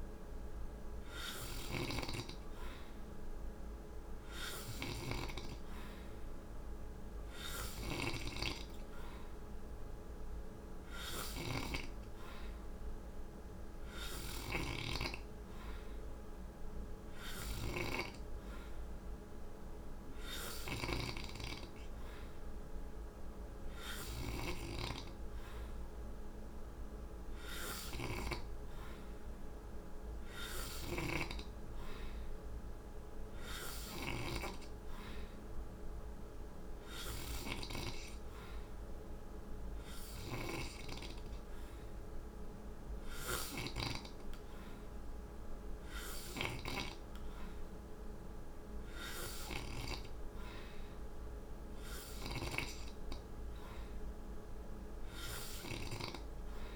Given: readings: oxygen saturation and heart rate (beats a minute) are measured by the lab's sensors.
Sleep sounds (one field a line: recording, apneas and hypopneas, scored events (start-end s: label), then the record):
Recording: breathing in sleep by a room microphone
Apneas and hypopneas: none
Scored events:
0.00-24.00 s: snoring (device-marked)
30.00-43.00 s: snoring (device-marked)
From the record:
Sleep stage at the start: N3 (deep sleep)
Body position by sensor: on the right side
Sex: male